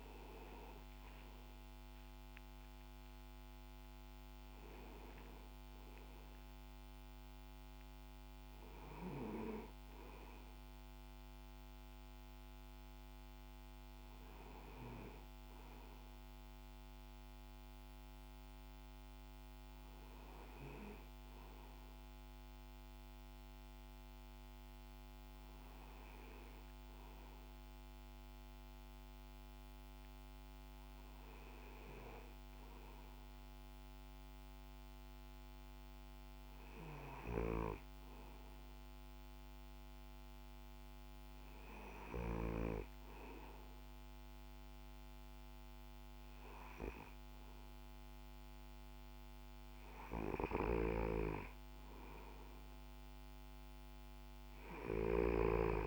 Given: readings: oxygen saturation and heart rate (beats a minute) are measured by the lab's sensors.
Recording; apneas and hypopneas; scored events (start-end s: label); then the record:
breathing in sleep by a microphone on the trachea; none
50.00-55.00 s: snoring (device-marked)
From the record:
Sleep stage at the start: N2 (light sleep); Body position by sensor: on the back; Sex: male